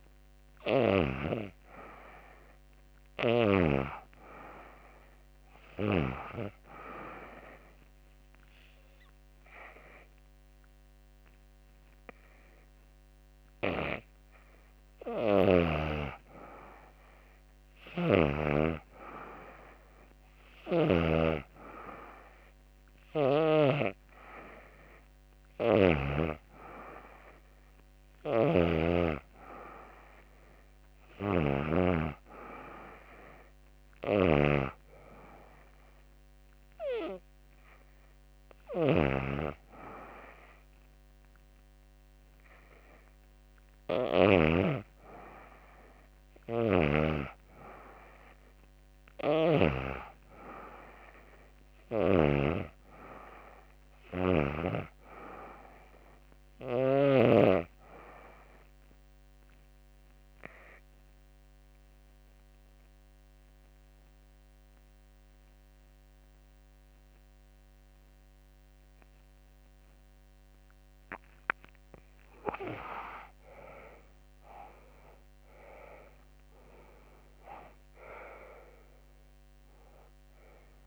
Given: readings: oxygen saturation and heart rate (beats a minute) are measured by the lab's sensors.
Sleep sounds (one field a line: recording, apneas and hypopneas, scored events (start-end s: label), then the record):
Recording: breathing in sleep by a microphone on the trachea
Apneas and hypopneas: 1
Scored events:
33.00-38.50 s: snoring (device-marked)
57.00-70.00 s: obstructive apnea (oxygen 95% before, 87% lowest, heart rate 86 before, 73 extreme, up 16 after)
72.50-75.50 s: arousal
75.00-80.87 s: oxygen desaturation (device-marked, oxygen 95% before, 87% lowest, heart rate 80 before, 84 extreme)
From the record:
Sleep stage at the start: N2 (light sleep)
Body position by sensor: on the back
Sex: female